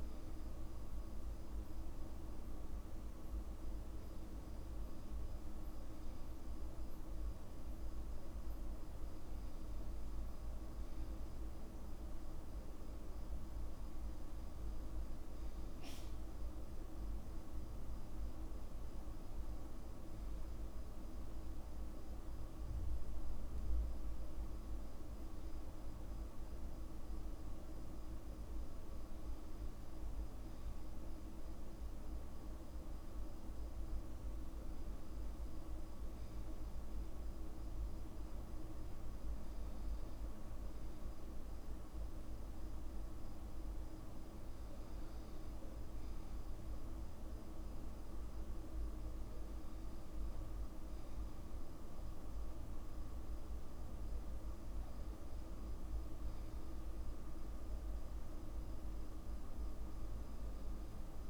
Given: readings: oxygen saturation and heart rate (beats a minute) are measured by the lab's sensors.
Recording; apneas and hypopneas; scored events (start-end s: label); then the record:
breathing in sleep, hard to hear, by a room microphone; none
none scored
From the record:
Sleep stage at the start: N2 (light sleep); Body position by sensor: on the back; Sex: male